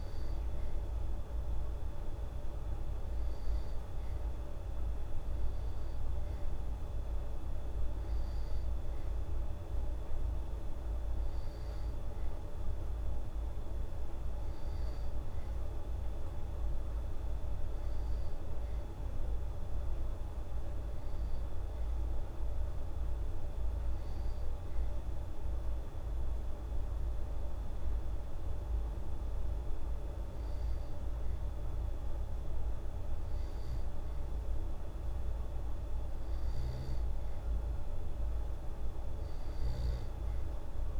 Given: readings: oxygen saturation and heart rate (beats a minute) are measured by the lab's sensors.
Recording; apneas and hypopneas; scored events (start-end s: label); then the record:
breathing in sleep, hard to hear, by a room microphone; none
36.50-41.00 s: snoring (device-marked)
From the record:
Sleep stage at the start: N2 (light sleep); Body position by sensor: on the back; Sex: female